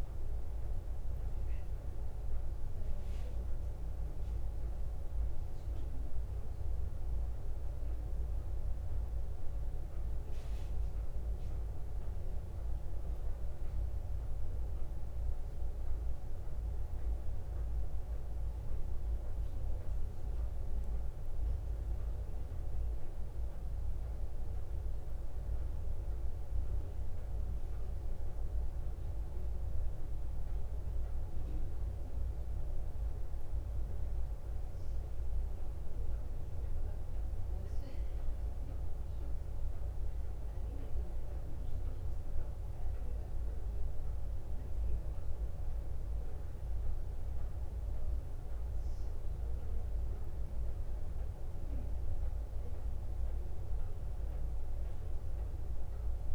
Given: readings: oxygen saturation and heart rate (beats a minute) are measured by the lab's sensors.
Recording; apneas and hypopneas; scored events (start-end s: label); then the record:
breathing in sleep, hard to hear, by a room microphone; none
none scored
From the record:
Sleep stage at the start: N2 (light sleep); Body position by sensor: on the back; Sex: female